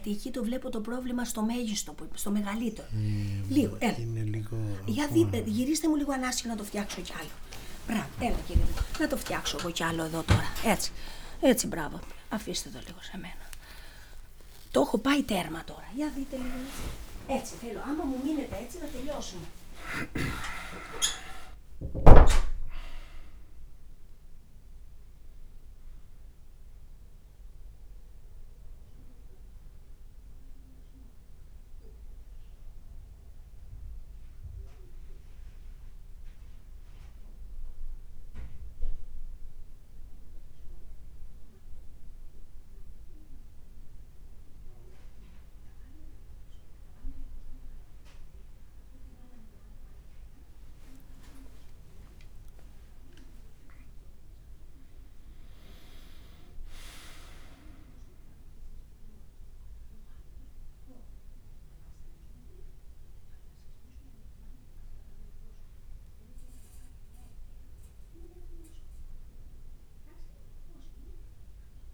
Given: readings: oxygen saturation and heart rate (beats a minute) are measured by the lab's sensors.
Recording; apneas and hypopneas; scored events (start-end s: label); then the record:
a person partly awake in a sleep study, by a room microphone; 1
1.50-4.00 s: leg movement (device-marked)
2.00-4.00 s: long interval between heartbeats (device-marked, heart rate 56 before, 69 extreme)
5.50-12.50 s: tachycardia (device-marked, heart rate 57 before, 146 extreme)
5.50-35.50 s: new sleep stage, awake
6.50-8.50 s: long interval between heartbeats (device-marked, heart rate 60 before, 95 extreme)
9.50-11.50 s: long interval between heartbeats (device-marked, heart rate 67 before, 138 extreme)
15.50-17.50 s: tachycardia (device-marked, heart rate 58 before, 103 extreme)
16.00-20.00 s: snoring (device-marked)
17.00-19.00 s: long interval between heartbeats (device-marked, heart rate 94 before, 98 extreme)
19.50-20.50 s: leg movement (device-marked)
21.00-23.00 s: leg movement (device-marked)
35.50-71.94 s: new sleep stage, N1 (lightest sleep)
36.00-47.50 s: hypopnea (oxygen 99% before, 94% lowest, heart rate 70 before, 57 extreme, up 3 after)
49.50-54.50 s: leg movement (device-marked)
51.50-55.00 s: arousal
56.50-71.94 s: oxygen desaturation (device-marked, oxygen 99% before, 94% lowest, heart rate 58 before, 55 extreme)
From the record:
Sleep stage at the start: N2 (light sleep); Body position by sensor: on the back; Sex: male